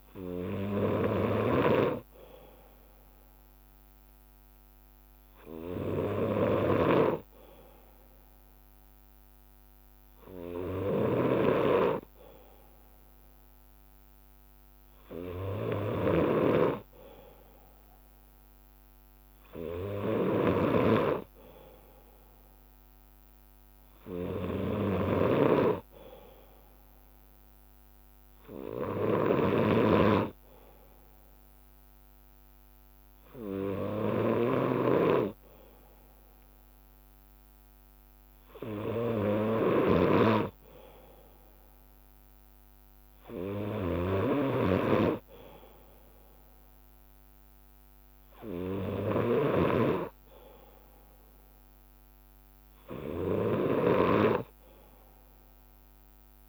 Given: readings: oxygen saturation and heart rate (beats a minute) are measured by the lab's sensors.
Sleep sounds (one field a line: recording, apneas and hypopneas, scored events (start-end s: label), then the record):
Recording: breathing in sleep by a microphone on the trachea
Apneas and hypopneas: none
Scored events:
0.00-6.00 s: leg movement (device-marked)
1.00-14.00 s: bradycardia (device-marked, heart rate 59 before, 59 extreme)
10.00-13.00 s: leg movement (device-marked)
15.00-21.00 s: leg movement (device-marked)
24.00-30.00 s: leg movement (device-marked)
31.00-37.50 s: leg movement (device-marked)
39.00-45.50 s: leg movement (device-marked)
46.00-52.50 s: leg movement (device-marked)
53.00-56.00 s: bradycardia (device-marked, heart rate 59 before, 59 extreme)
53.50-56.49 s: leg movement (device-marked)
From the record:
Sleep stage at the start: N2 (light sleep)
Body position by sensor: on the left side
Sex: male